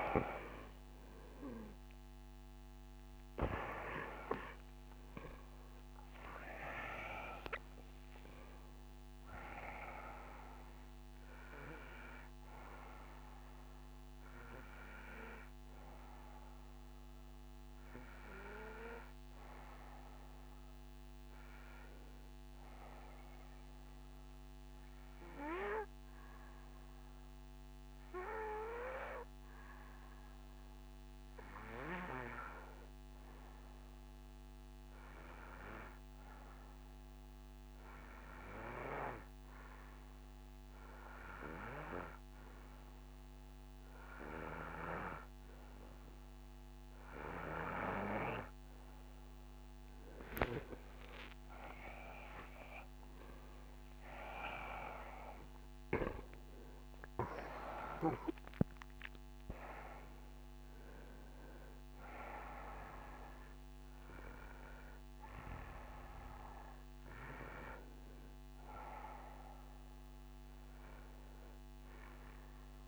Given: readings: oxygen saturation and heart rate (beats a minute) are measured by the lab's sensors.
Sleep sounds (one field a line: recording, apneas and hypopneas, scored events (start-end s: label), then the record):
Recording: breathing in sleep by a microphone on the trachea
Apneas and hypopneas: 1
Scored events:
24.50-36.00 s: hypopnea (oxygen 95% before, 91% lowest, heart rate 72 before, 60 extreme, up 7 after)
35.50-61.50 s: oxygen desaturation (device-marked, oxygen 95% before, 91% lowest, heart rate 67 before, 60 extreme)
49.00-54.00 s: arousal
From the record:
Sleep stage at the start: N2 (light sleep)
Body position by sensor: on the right side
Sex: male